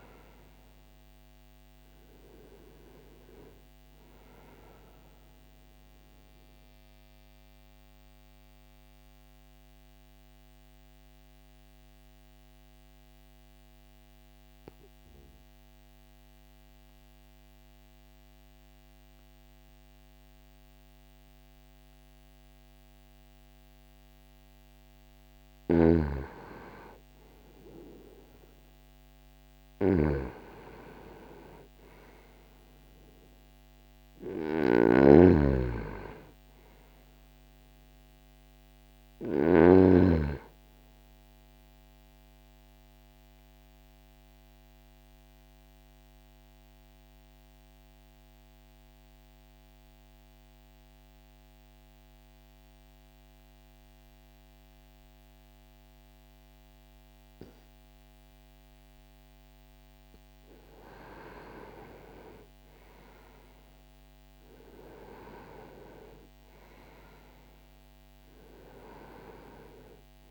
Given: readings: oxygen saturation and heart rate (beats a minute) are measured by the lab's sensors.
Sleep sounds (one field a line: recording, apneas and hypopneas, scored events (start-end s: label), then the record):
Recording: breathing in sleep by a microphone on the trachea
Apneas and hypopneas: 2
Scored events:
0.00-24.50 s: oxygen desaturation (device-marked, oxygen 89% lowest, heart rate 59 extreme)
5.00-23.50 s: mixed apnea (oxygen 98% before, 89% lowest, heart rate 60 before, 59 extreme, up 3 after)
5.50-70.31 s: new sleep stage, N2 (light sleep)
25.50-31.00 s: arousal
34.00-39.00 s: snoring (device-marked)
41.50-60.00 s: obstructive apnea (oxygen 97% before, 90% lowest, heart rate 62 before, 60 extreme, up 0 after)
44.50-58.50 s: oxygen desaturation (device-marked, oxygen 96% before, 91% lowest, heart rate 61 before, 60 extreme)
62.00-66.50 s: arousal
From the record:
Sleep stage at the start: N1 (lightest sleep)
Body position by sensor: on the back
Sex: male